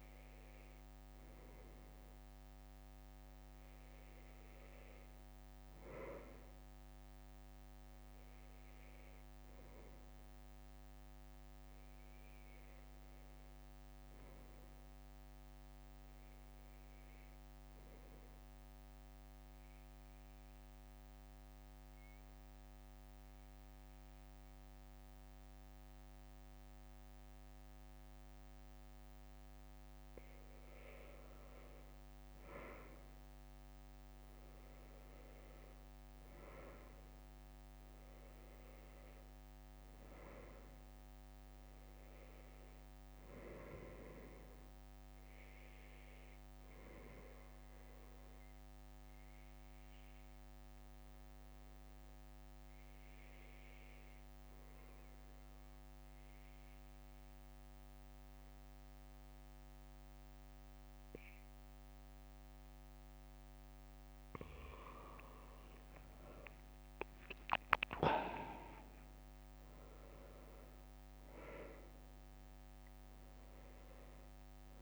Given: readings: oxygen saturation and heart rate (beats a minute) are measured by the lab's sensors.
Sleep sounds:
breathing in sleep by a microphone on the trachea; 2
2.50-74.82 s: new sleep stage, N2 (light sleep)
16.50-29.50 s: obstructive apnea (oxygen 96% before, 91% lowest, heart rate 69 before, 64 extreme, up 2 after)
33.00-37.50 s: arousal
37.50-58.50 s: oxygen desaturation (device-marked, oxygen 95% before, 91% lowest, heart rate 67 before, 64 extreme)
46.50-63.50 s: obstructive apnea (oxygen 95% before, 91% lowest, heart rate 67 before, 64 extreme, up 6 after)
65.50-70.00 s: arousal
66.50-68.00 s: leg movement (device-marked)
69.50-74.82 s: oxygen desaturation (device-marked, oxygen 97% before, 93% lowest, heart rate 66 before, 64 extreme)
From the record:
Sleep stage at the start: N1 (lightest sleep); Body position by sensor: on the back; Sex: male

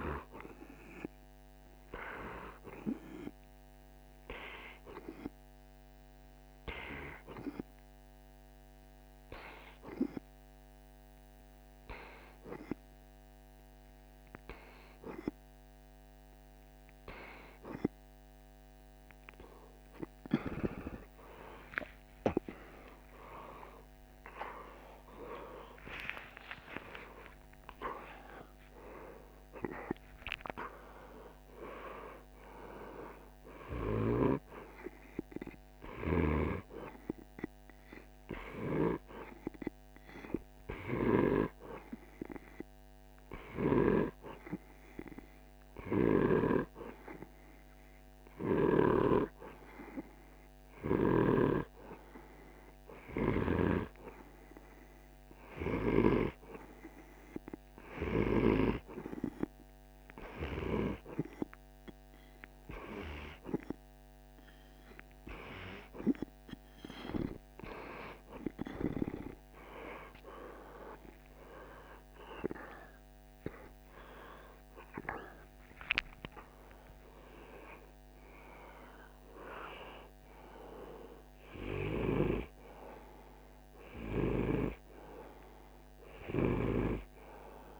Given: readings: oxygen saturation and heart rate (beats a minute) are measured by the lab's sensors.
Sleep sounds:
breathing in sleep by a microphone on the trachea; 2
7.00-19.00 s: hypopnea (oxygen 98% before, 96% lowest, heart rate 53 before, 51 extreme, up 40 after)
21.50-26.50 s: arousal
41.00-52.50 s: hypopnea (oxygen 99% before, 97% lowest, heart rate 66 before, 47 extreme, up 6 after)
54.50-58.50 s: arousal
From the record:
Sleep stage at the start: N2 (light sleep); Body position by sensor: on the right side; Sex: male

